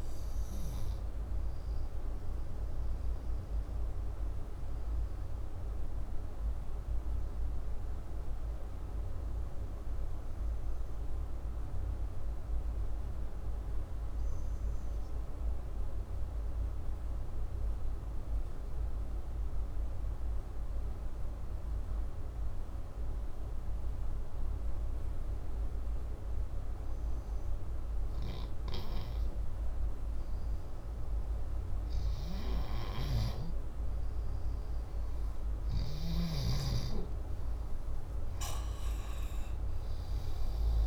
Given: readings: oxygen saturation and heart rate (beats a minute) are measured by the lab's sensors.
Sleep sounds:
breathing in sleep, hard to hear, by a room microphone; 1
3.00-30.00 s: obstructive apnea (oxygen 97% before, 94% lowest, heart rate 62 before, 60 extreme, up 1 after)
32.00-35.50 s: snoring (device-marked)
32.50-38.00 s: arousal
From the record:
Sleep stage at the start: N2 (light sleep); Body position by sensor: upright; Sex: male

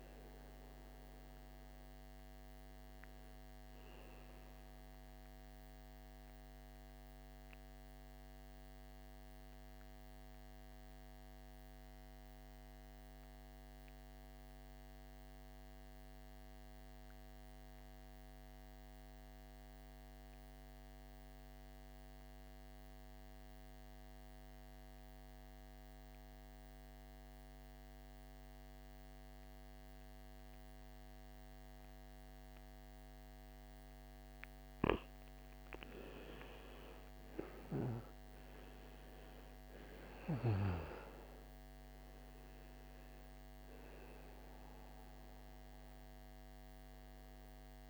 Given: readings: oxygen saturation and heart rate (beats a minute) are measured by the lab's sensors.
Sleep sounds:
breathing in sleep, hard to hear, by a microphone on the trachea; 1
0.00-18.00 s: oxygen desaturation (device-marked, oxygen 86% lowest, heart rate 51 extreme)
5.50-33.00 s: mixed apnea (oxygen 100% before, 84% lowest, heart rate 67 before, 51 extreme, up 13 after)
29.00-47.90 s: oxygen desaturation (device-marked, oxygen 99% before, 84% lowest, heart rate 54 before, 52 extreme)
36.00-39.50 s: arousal
From the record:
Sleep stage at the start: N2 (light sleep); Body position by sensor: on the back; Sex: male

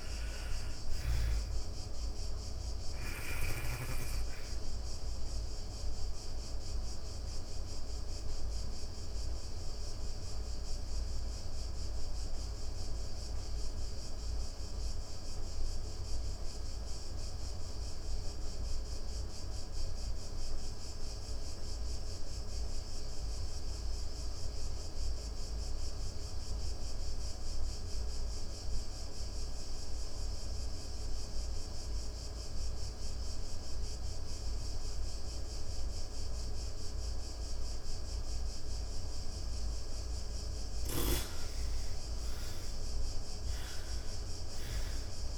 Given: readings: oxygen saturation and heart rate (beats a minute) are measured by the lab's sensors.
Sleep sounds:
breathing in sleep, hard to hear, by a room microphone; 1
0.00-17.50 s: oxygen desaturation (device-marked, oxygen 86% lowest)
8.00-37.50 s: mixed apnea (oxygen 99% before, 81% lowest)
30.50-45.38 s: oxygen desaturation (device-marked, oxygen 99% before, 81% lowest)
40.00-44.50 s: arousal
From the record:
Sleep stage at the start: N2 (light sleep); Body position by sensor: on the back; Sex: female

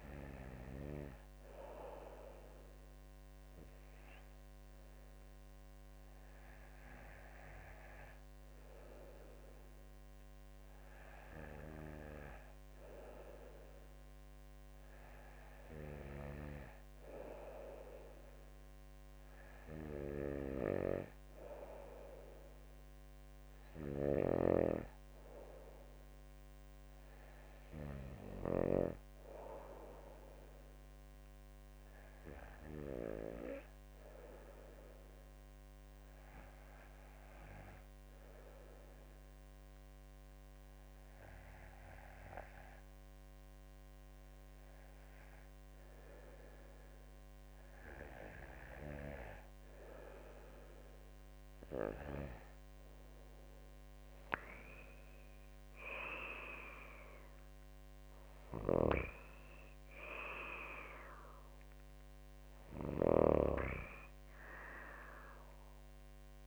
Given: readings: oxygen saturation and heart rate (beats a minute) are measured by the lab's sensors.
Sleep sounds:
breathing in sleep by a microphone on the trachea; 2
2.00-12.00 s: hypopnea (oxygen 97% before, 94% lowest, heart rate 56 before, 48 extreme, up 4 after)
22.50-26.00 s: arousal
35.50-46.50 s: obstructive apnea (oxygen 97% before, 94% lowest, heart rate 53 before, 50 extreme, up 2 after)
52.50-56.00 s: arousal
58.00-63.00 s: snoring (device-marked)
From the record:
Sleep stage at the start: N2 (light sleep); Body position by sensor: on the back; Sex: female

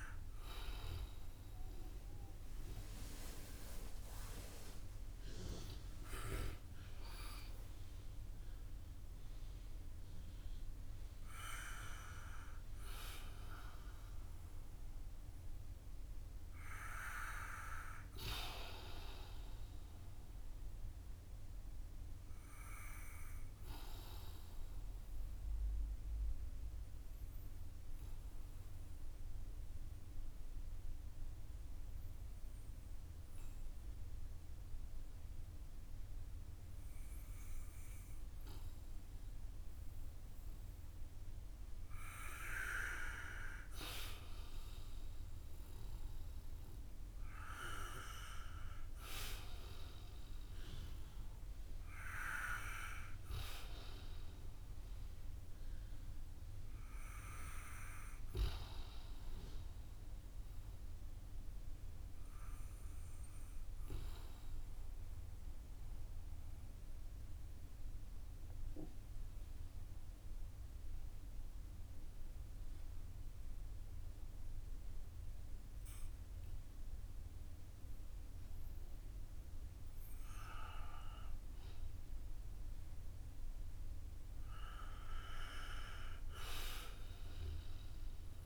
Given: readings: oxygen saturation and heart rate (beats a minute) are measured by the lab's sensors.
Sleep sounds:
breathing in sleep by a room microphone; 2
0.00-3.00 s: arousal
23.50-43.00 s: obstructive apnea (oxygen 94% before, 92% lowest, heart rate 60 before, 49 extreme, up 7 after)
45.00-48.50 s: arousal
48.50-76.50 s: oxygen desaturation (device-marked, oxygen 96% before, 92% lowest, heart rate 56 before, 51 extreme)
59.50-82.00 s: obstructive apnea (oxygen 96% before, 91% lowest, heart rate 57 before, 49 extreme, up 5 after)
86.00-88.45 s: arousal
From the record:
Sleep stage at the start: N2 (light sleep); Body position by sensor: on the back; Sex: male

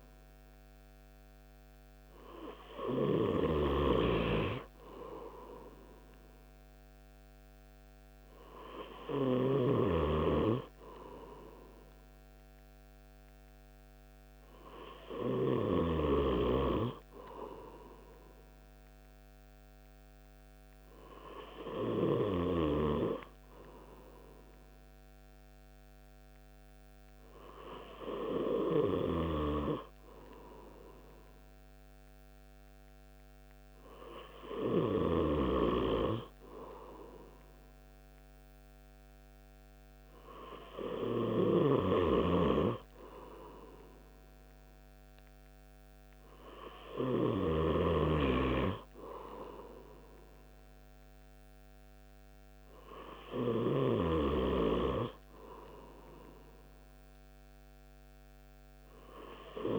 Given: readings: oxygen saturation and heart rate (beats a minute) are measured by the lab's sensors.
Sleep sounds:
breathing in sleep by a microphone on the trachea; none
10.00-16.50 s: snoring (device-marked)
From the record:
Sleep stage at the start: N3 (deep sleep); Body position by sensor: on the right side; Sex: male

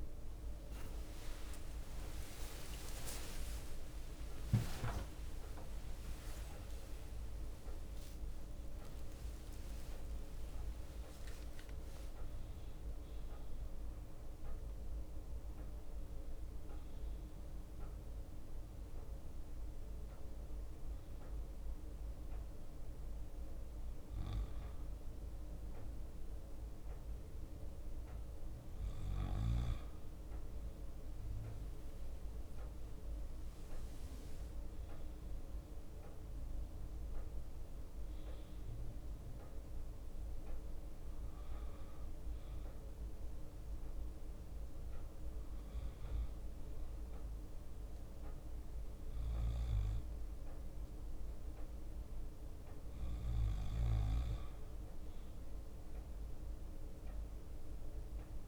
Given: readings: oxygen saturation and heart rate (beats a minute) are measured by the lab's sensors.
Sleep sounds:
a person partly awake in a sleep study, hard to hear, by a room microphone; 1
0.00-7.00 s: tachycardia (device-marked, heart rate 165 extreme)
0.00-14.00 s: oxygen desaturation (device-marked, oxygen 90% lowest, heart rate 57 extreme)
1.50-3.50 s: long interval between heartbeats (device-marked, heart rate 81 before, 122 extreme)
2.00-13.00 s: drop in pulse transit time (device-marked, heart rate 84 before, 79 extreme)
4.50-6.50 s: long interval between heartbeats (device-marked, heart rate 93 before, 156 extreme)
6.50-8.50 s: long interval between heartbeats (device-marked, heart rate 103 before, 154 extreme)
9.50-11.50 s: long interval between heartbeats (device-marked, heart rate 116 before, 89 extreme)
17.00-58.48 s: new sleep stage, N2 (light sleep)
21.00-32.00 s: bradycardia (device-marked, heart rate 68 before, 57 extreme)
29.00-39.00 s: leg movement (device-marked)
39.50-45.50 s: leg movement (device-marked)
40.00-58.48 s: bradycardia (device-marked, heart rate 68 before, 57 extreme)
43.50-54.00 s: hypopnea (oxygen 100% before, 95% lowest, heart rate 59 before, 57 extreme, up 2 after)
46.50-53.00 s: leg movement (device-marked)
53.00-58.48 s: leg movement (device-marked)
From the record:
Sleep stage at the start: awake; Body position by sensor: on the left side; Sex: male

